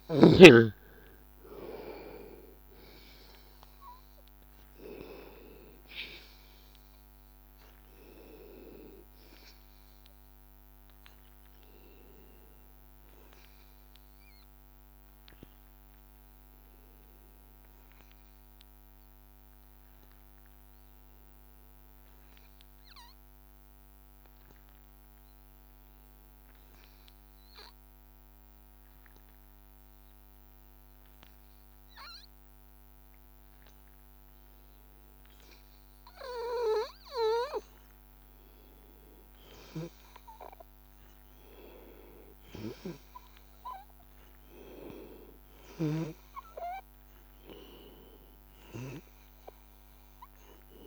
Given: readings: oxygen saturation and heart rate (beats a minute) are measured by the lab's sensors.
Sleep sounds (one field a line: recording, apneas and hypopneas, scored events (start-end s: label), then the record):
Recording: breathing in sleep by a microphone on the trachea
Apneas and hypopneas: 1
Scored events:
0.00-1.00 s: arousal
0.00-22.00 s: oxygen desaturation (device-marked, oxygen 93% lowest, heart rate 81 extreme)
19.50-37.50 s: hypopnea (oxygen 98% before, 91% lowest, heart rate 83 before, 81 extreme, up 2 after)
37.00-50.87 s: oxygen desaturation (device-marked, oxygen 97% before, 91% lowest, heart rate 82 before, 82 extreme)
42.00-46.00 s: arousal
From the record:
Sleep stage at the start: N2 (light sleep)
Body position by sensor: on the back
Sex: male